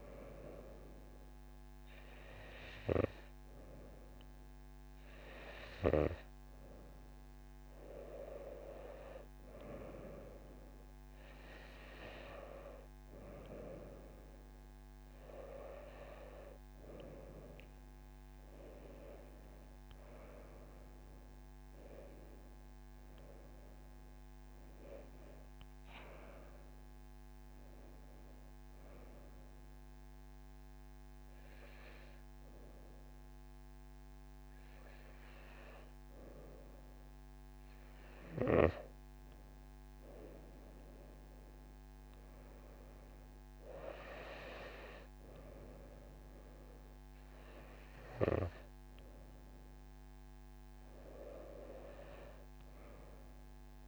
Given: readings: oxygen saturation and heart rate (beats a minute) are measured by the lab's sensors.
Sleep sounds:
breathing in sleep by a microphone on the trachea; none
none scored
From the record:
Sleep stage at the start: N2 (light sleep); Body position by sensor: on the right side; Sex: female

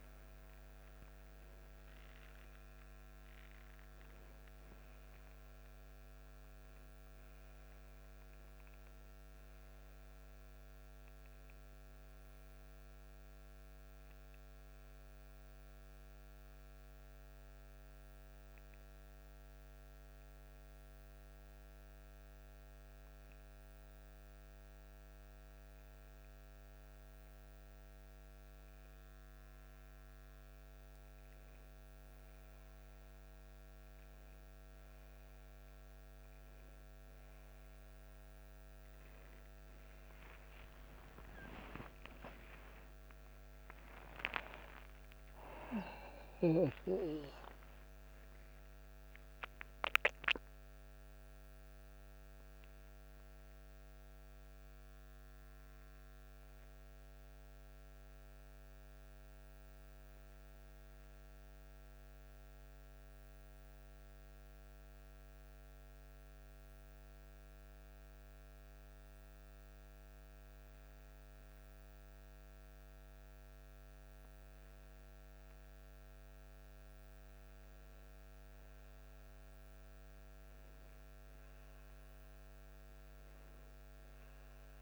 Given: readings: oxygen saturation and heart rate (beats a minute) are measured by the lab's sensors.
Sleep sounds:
breathing in sleep by a microphone on the trachea; 2
0.00-16.50 s: oxygen desaturation (device-marked, oxygen 92% lowest, heart rate 50 extreme)
14.50-24.50 s: obstructive apnea (oxygen 97% before, 92% lowest, heart rate 63 before, 52 extreme, up 13 after)
27.50-31.50 s: arousal
61.00-71.00 s: central apnea (oxygen 94% before, 92% lowest, heart rate 76 before, 43 extreme, up 5 after)
From the record:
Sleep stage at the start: N2 (light sleep); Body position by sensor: on the back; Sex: male

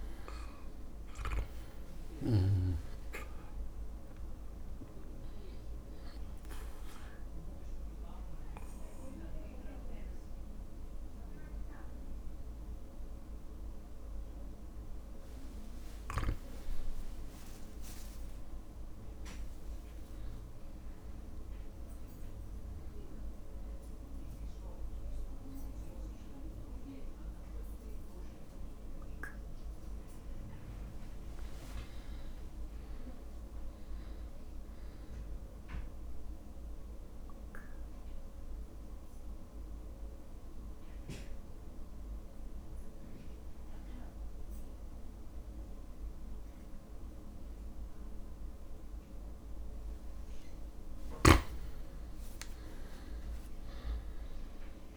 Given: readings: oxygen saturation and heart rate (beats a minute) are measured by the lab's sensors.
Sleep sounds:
breathing in sleep, hard to hear, by a room microphone; 3
0.00-14.00 s: drop in pulse transit time (device-marked, heart rate 58 before, 57 extreme)
3.00-22.00 s: oxygen desaturation (device-marked, oxygen 99% before, 94% lowest, heart rate 58 before, 56 extreme)
6.00-16.50 s: obstructive apnea (oxygen 100% before, 94% lowest, heart rate 59 before, 56 extreme, up 3 after)
18.00-20.00 s: arousal
21.50-31.50 s: obstructive apnea (oxygen 99% before, 95% lowest, heart rate 58 before, 56 extreme, up 3 after)
33.00-35.50 s: arousal
38.00-50.50 s: obstructive apnea (oxygen 100% before, 95% lowest, heart rate 58 before, 55 extreme, up 4 after)
52.00-54.97 s: arousal
From the record:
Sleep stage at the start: REM sleep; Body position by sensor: on the back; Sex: male

